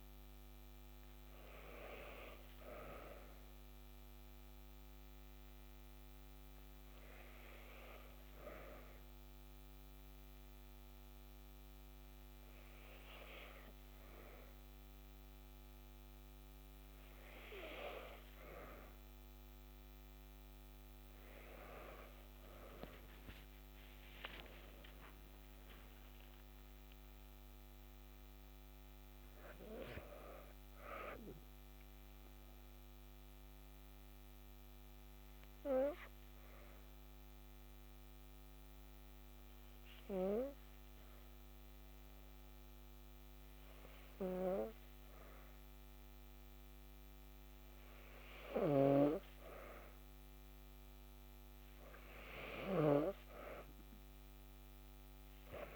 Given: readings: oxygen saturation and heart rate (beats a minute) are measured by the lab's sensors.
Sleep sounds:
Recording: breathing in sleep by a microphone on the trachea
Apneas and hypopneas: 2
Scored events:
3.50-18.00 s: hypopnea (oxygen 97% before, 93% lowest, heart rate 57 before, 55 extreme, up 2 after)
22.50-26.00 s: arousal
30.50-47.00 s: obstructive apnea (oxygen 96% before, 93% lowest, heart rate 56 before, 54 extreme, up 2 after)
From the record:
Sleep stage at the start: N2 (light sleep)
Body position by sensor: on the back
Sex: female

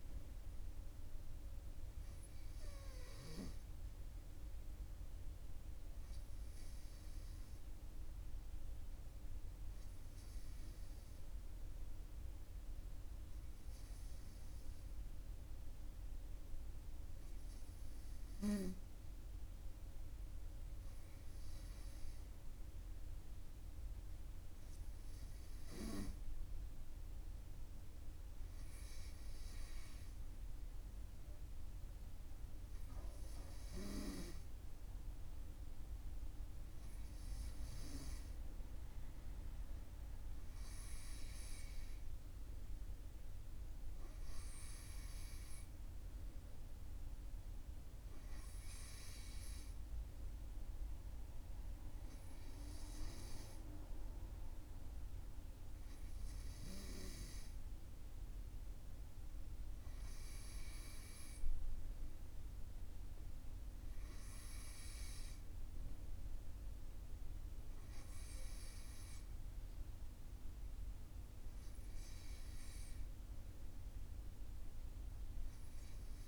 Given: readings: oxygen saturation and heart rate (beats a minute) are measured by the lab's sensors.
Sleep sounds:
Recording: breathing in sleep, hard to hear, by a room microphone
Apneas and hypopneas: none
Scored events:
none scored
From the record:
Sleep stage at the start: N2 (light sleep)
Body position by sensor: on the right side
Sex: male

